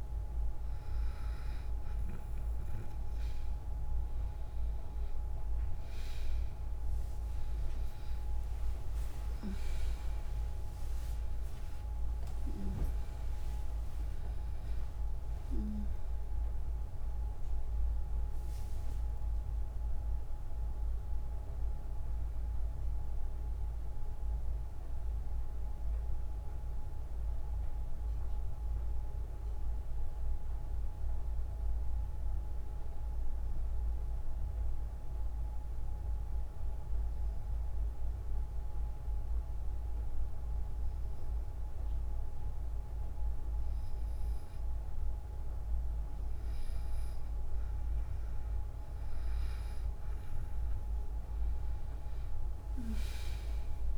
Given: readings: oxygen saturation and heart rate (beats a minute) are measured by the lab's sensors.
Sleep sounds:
breathing in sleep, hard to hear, by a room microphone; 1
0.00-29.50 s: oxygen desaturation (device-marked, oxygen 91% lowest, heart rate 54 extreme)
22.00-25.50 s: arousal
27.00-44.00 s: hypopnea (oxygen 96% before, 91% lowest, heart rate 65 before, 54 extreme, up 7 after)
44.50-53.97 s: oxygen desaturation (device-marked, oxygen 98% before, 91% lowest, heart rate 57 before, 55 extreme)
From the record:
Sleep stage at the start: N2 (light sleep); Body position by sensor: on the back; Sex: female

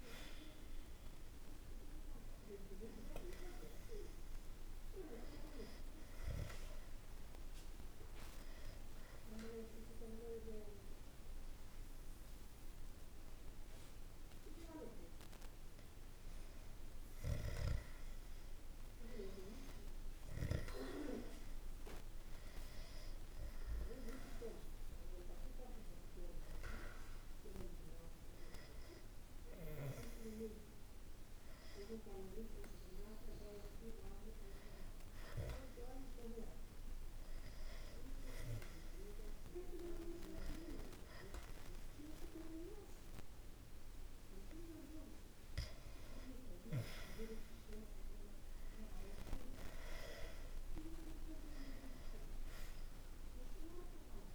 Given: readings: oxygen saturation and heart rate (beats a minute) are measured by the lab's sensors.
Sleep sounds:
breathing in sleep by a room microphone; 2
0.00-3.00 s: arousal
6.00-16.50 s: obstructive apnea (oxygen 95% before, 92% lowest, heart rate 62 before, 61 extreme, up 0 after)
18.50-22.50 s: arousal
25.50-35.50 s: hypopnea (oxygen 94% before, 92% lowest, heart rate 62 before, 61 extreme, up 2 after)
38.00-42.00 s: arousal
From the record:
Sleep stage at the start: N2 (light sleep); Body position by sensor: on the back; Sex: male

